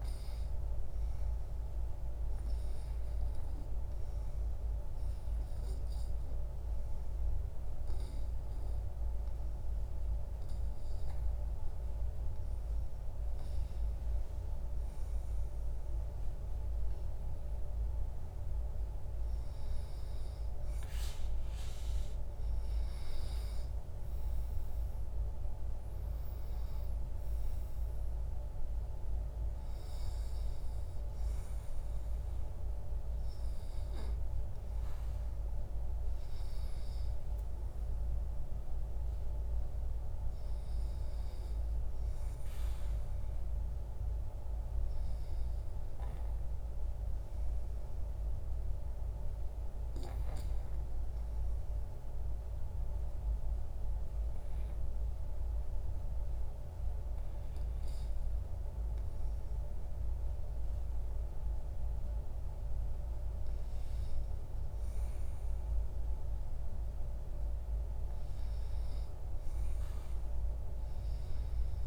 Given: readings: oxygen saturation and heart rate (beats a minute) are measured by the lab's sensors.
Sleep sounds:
breathing in sleep, hard to hear, by a room microphone; 2
2.50-17.00 s: hypopnea (oxygen 97% before, 94% lowest, heart rate 63 before, 67 extreme, up 2 after)
17.00-36.00 s: oxygen desaturation (device-marked, oxygen 97% before, 94% lowest, heart rate 66 before, 54 extreme)
19.50-24.00 s: arousal
47.00-61.50 s: obstructive apnea (oxygen 97% before, 94% lowest, heart rate 66 before, 62 extreme, up 5 after)
From the record:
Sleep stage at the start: REM sleep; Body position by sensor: on the back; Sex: male

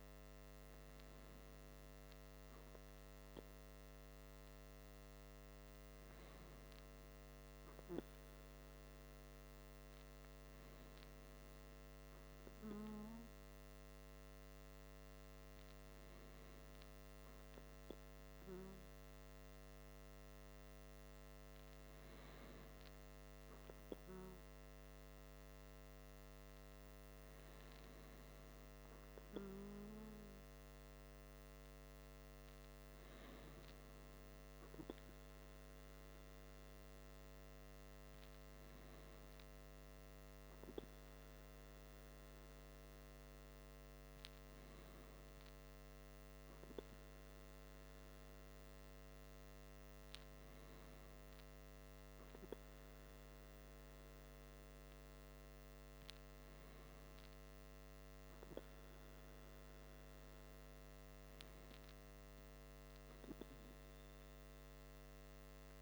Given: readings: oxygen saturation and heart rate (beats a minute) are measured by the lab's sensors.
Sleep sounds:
breathing in sleep by a microphone on the trachea; none
none scored
From the record:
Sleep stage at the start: N2 (light sleep); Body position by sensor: on the back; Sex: male

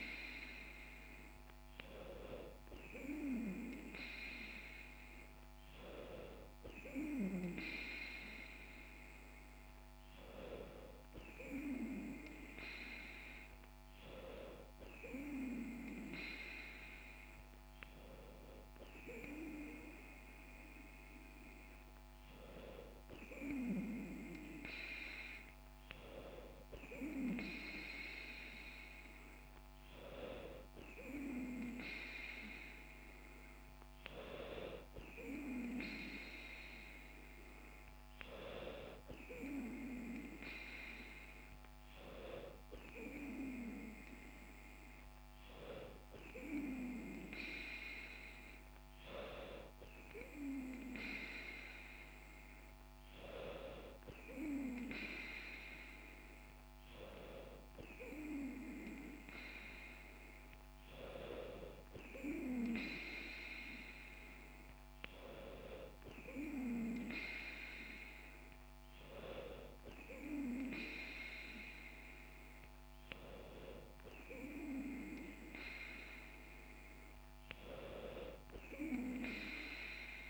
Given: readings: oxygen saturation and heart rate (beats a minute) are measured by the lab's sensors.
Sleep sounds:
breathing in sleep by a microphone on the trachea; none
none scored
From the record:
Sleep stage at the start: N2 (light sleep); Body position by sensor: on the back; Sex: female

